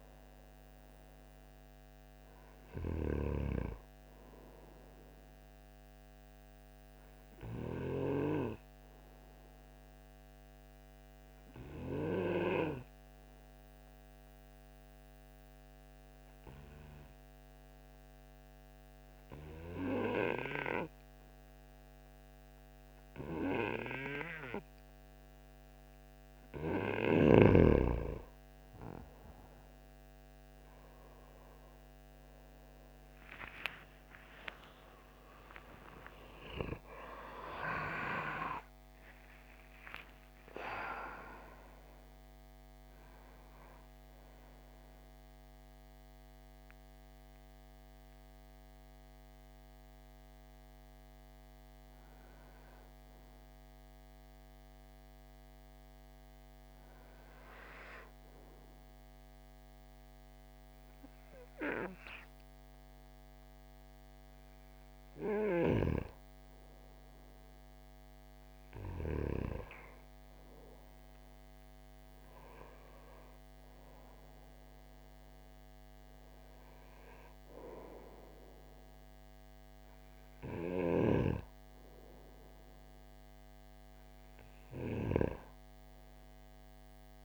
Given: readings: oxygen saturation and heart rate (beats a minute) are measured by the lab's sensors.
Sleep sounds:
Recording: breathing in sleep by a microphone on the trachea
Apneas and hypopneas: 2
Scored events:
7.00-25.00 s: obstructive apnea (oxygen 95% before, 92% lowest, heart rate 56 before, 52 extreme, up 10 after)
33.50-40.00 s: arousal
49.50-69.00 s: hypopnea (oxygen 95% before, 92% lowest, heart rate 65 before, 52 extreme, up 12 after)
71.50-75.00 s: arousal
From the record:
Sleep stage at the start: N2 (light sleep)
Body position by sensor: on the right side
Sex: male

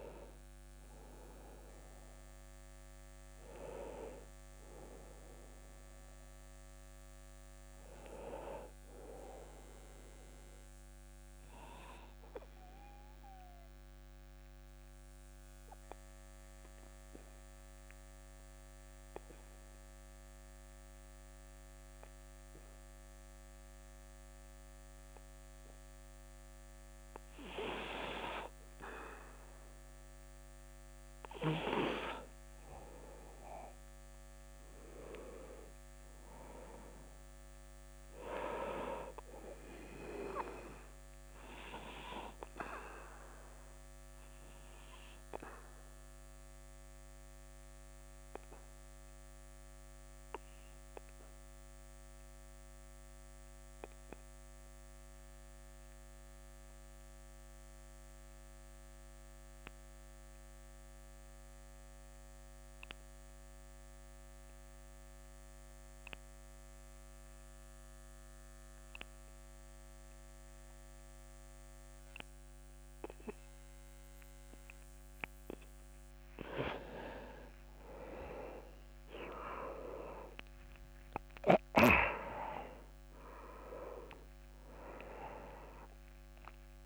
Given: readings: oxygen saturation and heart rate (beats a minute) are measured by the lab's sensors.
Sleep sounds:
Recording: breathing in sleep by a microphone on the trachea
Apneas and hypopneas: 2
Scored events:
0.00-20.50 s: oxygen desaturation (device-marked, oxygen 85% lowest)
11.00-26.00 s: obstructive apnea (oxygen 93% before, 85% lowest, heart rate 36 before, 26 extreme, up 22 after)
29.00-34.00 s: arousal
43.00-74.50 s: obstructive apnea (oxygen 100% before, 88% lowest)
75.50-86.86 s: oxygen desaturation (device-marked, oxygen 98% before, 88% lowest)
76.50-83.00 s: arousal
From the record:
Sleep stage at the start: N2 (light sleep)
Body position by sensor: on the back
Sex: male

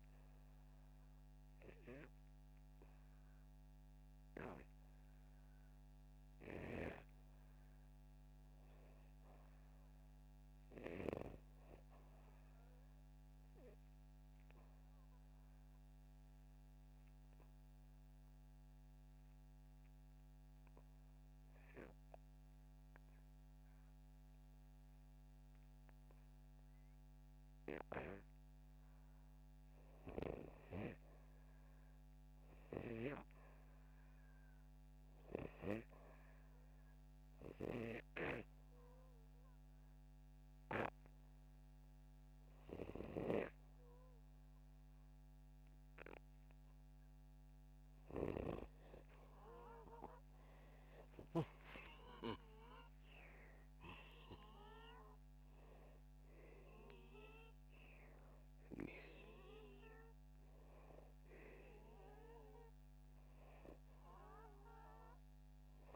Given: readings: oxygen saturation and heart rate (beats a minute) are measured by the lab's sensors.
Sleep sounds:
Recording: breathing in sleep by a microphone on the trachea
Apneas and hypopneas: 1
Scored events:
8.00-23.00 s: oxygen desaturation (device-marked, oxygen 96% before, 92% lowest, heart rate 83 before, 79 extreme)
16.50-28.50 s: hypopnea (oxygen 96% before, 81% lowest, heart rate 82 before, 79 extreme, up 2 after)
31.50-35.50 s: arousal
32.00-39.00 s: oxygen desaturation (device-marked, oxygen 95% before, 91% lowest, heart rate 82 before, 80 extreme)
44.00-65.95 s: oxygen desaturation (device-marked, oxygen 93% before, 81% lowest, heart rate 81 before, 75 extreme)
51.50-55.50 s: arousal
From the record:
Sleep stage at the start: REM sleep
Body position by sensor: upright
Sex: male

